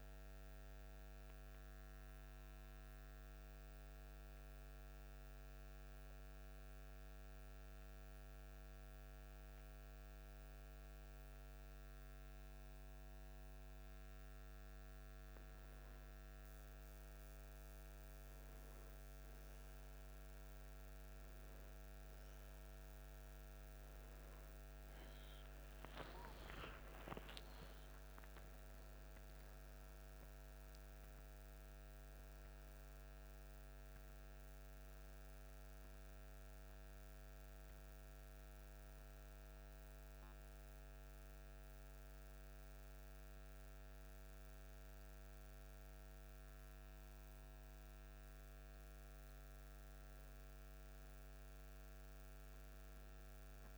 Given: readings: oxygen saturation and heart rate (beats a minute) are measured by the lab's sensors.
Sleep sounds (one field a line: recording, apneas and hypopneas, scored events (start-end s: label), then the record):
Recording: breathing in sleep, hard to hear, by a microphone on the trachea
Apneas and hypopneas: 2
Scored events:
3.50-15.50 s: mixed apnea (oxygen 92% before, 88% lowest, heart rate 68 before, 48 extreme, up 8 after)
18.00-21.50 s: arousal
28.00-48.00 s: oxygen desaturation (device-marked, oxygen 95% before, 88% lowest, heart rate 55 before, 51 extreme)
38.50-48.50 s: obstructive apnea (oxygen 95% before, 89% lowest, heart rate 79 before, 51 extreme, up 1 after)
50.00-53.50 s: arousal
From the record:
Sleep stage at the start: N2 (light sleep)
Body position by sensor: on the back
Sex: male